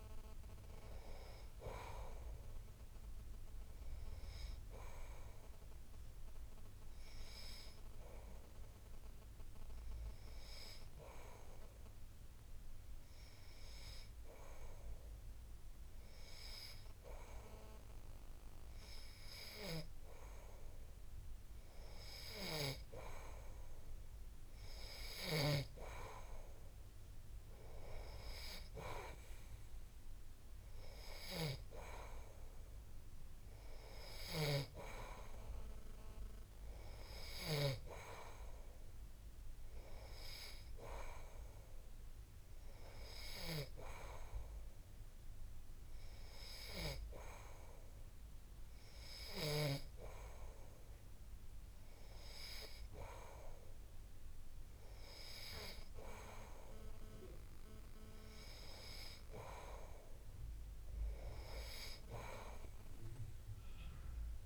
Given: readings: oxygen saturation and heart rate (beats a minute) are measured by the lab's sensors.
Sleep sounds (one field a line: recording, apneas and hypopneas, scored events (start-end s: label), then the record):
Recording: breathing in sleep by a room microphone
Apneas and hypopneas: none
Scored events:
none scored
From the record:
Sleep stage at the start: N2 (light sleep)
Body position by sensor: on the back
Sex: male